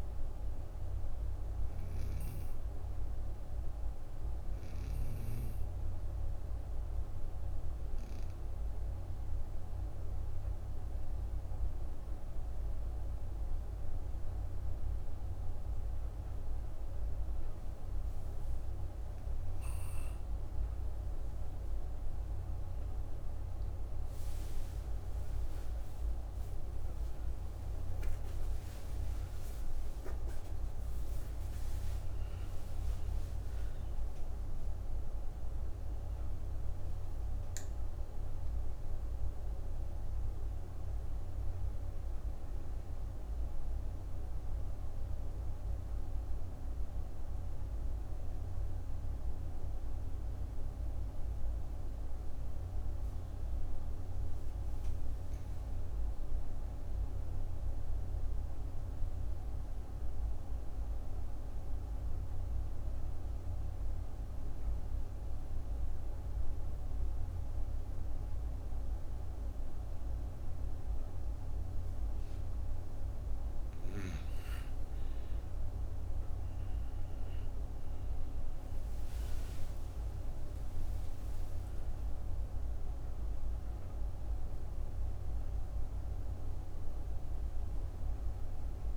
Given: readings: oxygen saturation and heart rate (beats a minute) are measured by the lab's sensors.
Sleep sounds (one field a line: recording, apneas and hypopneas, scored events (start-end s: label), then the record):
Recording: breathing in sleep, hard to hear, by a room microphone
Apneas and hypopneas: 2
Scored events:
1.00-18.50 s: obstructive apnea (oxygen 98% before, 92% lowest)
21.00-42.00 s: oxygen desaturation (device-marked, oxygen 97% before, 92% lowest)
24.50-31.00 s: arousal
58.50-71.50 s: obstructive apnea (oxygen 96% before, 92% lowest)
74.50-79.50 s: arousal
76.00-88.97 s: oxygen desaturation (device-marked, oxygen 98% before, 92% lowest)
From the record:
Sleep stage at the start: N2 (light sleep)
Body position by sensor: on the right side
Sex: female